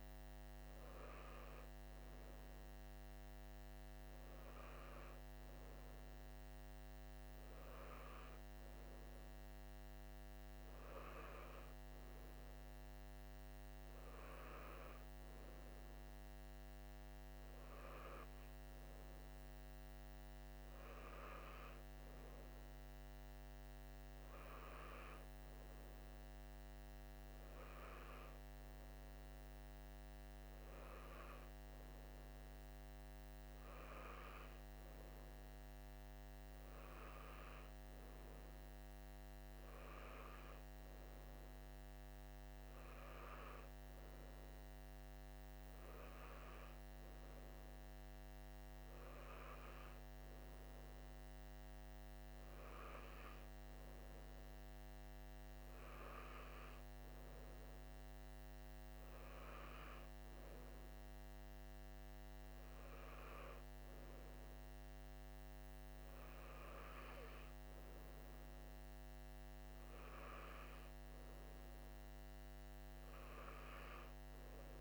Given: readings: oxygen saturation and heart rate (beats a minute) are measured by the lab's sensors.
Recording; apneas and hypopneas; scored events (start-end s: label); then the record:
breathing in sleep, hard to hear, by a microphone on the trachea; none
none scored
From the record:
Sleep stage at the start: N3 (deep sleep); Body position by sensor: on the right side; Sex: male